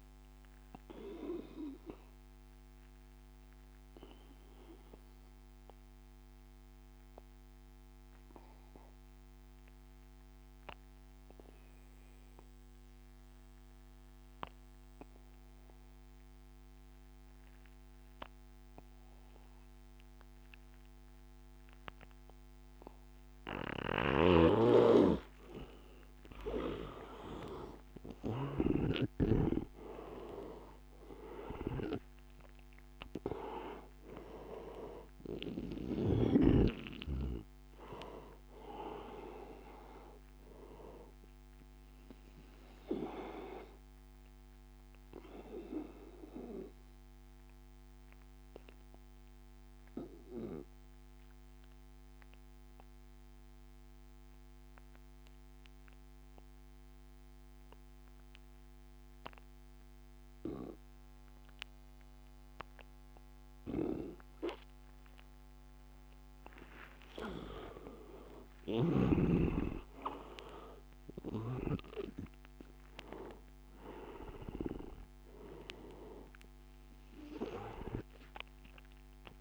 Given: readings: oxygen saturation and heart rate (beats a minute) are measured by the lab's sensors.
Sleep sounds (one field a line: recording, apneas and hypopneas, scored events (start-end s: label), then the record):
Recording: breathing in sleep by a microphone on the trachea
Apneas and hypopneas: 2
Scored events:
0.00-12.00 s: oxygen desaturation (device-marked, oxygen 92% lowest, heart rate 84 extreme)
1.00-26.00 s: obstructive apnea (oxygen 99% before, 84% lowest, heart rate 90 before, 84 extreme, up 9 after)
20.00-52.00 s: oxygen desaturation (device-marked, oxygen 98% before, 84% lowest, heart rate 88 before, 84 extreme)
24.00-28.50 s: snoring (device-marked)
27.50-31.50 s: arousal
43.00-67.00 s: obstructive apnea (oxygen 98% before, 84% lowest, heart rate 90 before, 84 extreme, up 7 after)
64.00-79.41 s: oxygen desaturation (device-marked, oxygen 99% before, 86% lowest, heart rate 88 before, 90 extreme)
From the record:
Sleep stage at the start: N2 (light sleep)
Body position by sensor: on the back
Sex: male